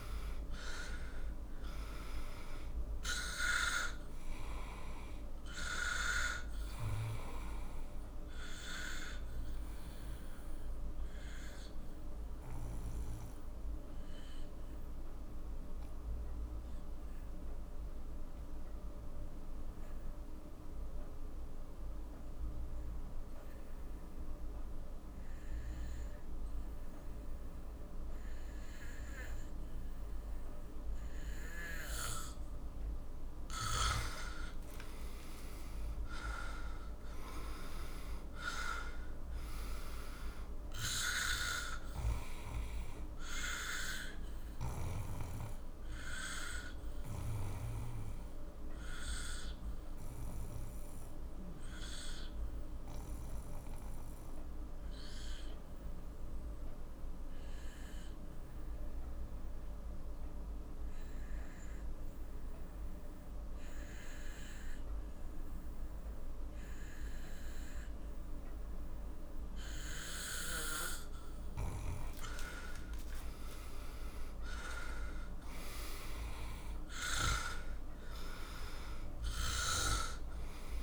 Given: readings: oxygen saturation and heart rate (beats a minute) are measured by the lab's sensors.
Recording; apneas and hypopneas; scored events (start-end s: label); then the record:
breathing in sleep by a room microphone; 2
0.00-1.50 s: arousal
0.00-20.50 s: oxygen desaturation (device-marked, oxygen 91% lowest, heart rate 43 extreme)
8.50-32.50 s: obstructive apnea (oxygen 97% before, 91% lowest, heart rate 55 before, 42 extreme, up 15 after)
34.00-38.50 s: arousal
34.50-58.50 s: oxygen desaturation (device-marked, oxygen 98% before, 92% lowest, heart rate 47 before, 42 extreme)
45.00-70.50 s: obstructive apnea (oxygen 98% before, 91% lowest, heart rate 54 before, 42 extreme, up 12 after)
72.50-77.00 s: arousal
From the record:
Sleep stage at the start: N2 (light sleep); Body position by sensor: on the back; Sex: male